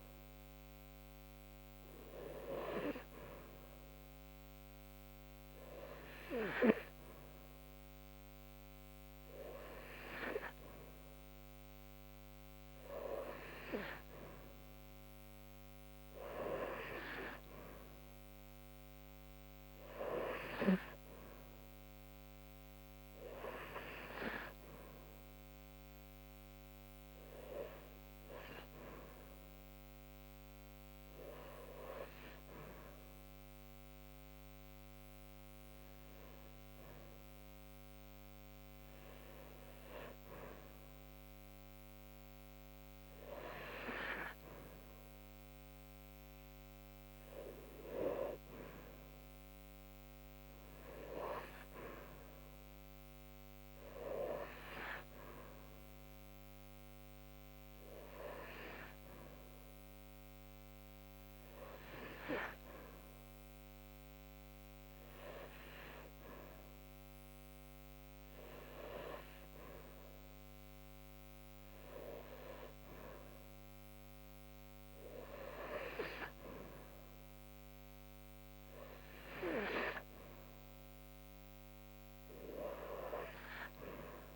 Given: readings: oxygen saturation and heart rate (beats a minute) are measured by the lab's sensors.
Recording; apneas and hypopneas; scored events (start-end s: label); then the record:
breathing in sleep by a microphone on the trachea; none
none scored
From the record:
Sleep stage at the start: N2 (light sleep); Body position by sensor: on the right side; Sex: female